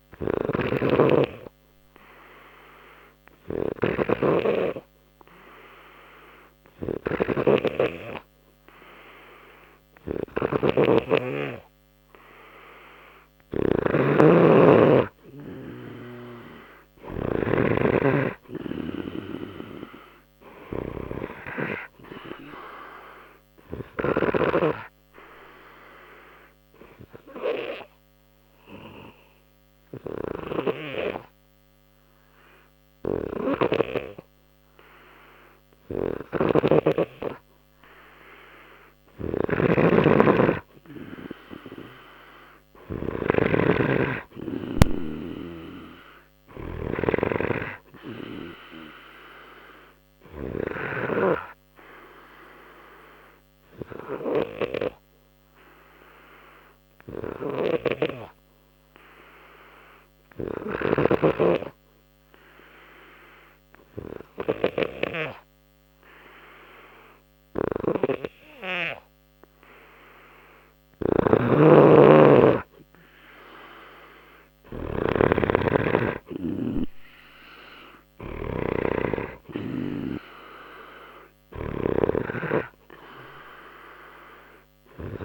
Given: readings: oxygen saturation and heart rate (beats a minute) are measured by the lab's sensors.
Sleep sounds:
breathing in sleep by a microphone on the trachea; 2
0.00-17.50 s: snoring (device-marked)
27.00-38.50 s: obstructive apnea (oxygen 94% before, 92% lowest, heart rate 61 before, 60 extreme, up 0 after)
36.00-51.00 s: snoring (device-marked)
53.00-70.50 s: obstructive apnea (oxygen 95% before, 92% lowest, heart rate 61 before, 59 extreme, up 2 after)
70.50-78.50 s: snoring (device-marked)
73.00-77.50 s: arousal
From the record:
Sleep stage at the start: N2 (light sleep); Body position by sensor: on the left side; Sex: male

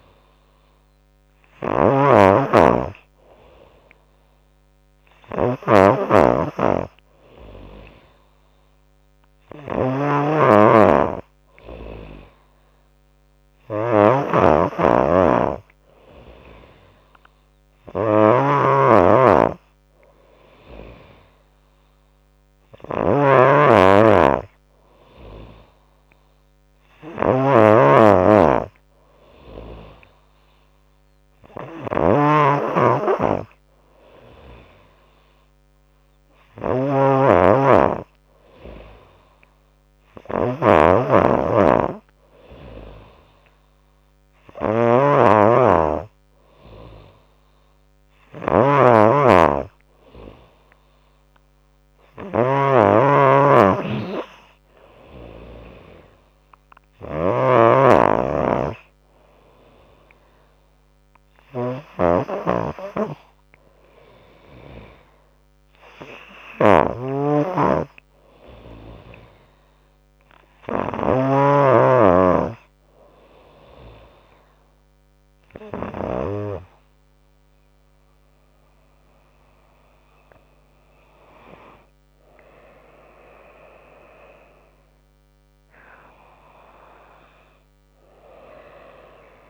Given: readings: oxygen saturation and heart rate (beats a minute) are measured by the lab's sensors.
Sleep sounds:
breathing in sleep by a microphone on the trachea; none
0.00-71.00 s: snoring (device-marked)
71.50-89.50 s: new sleep stage, N2 (light sleep)
From the record:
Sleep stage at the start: N3 (deep sleep); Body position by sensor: on the back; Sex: female

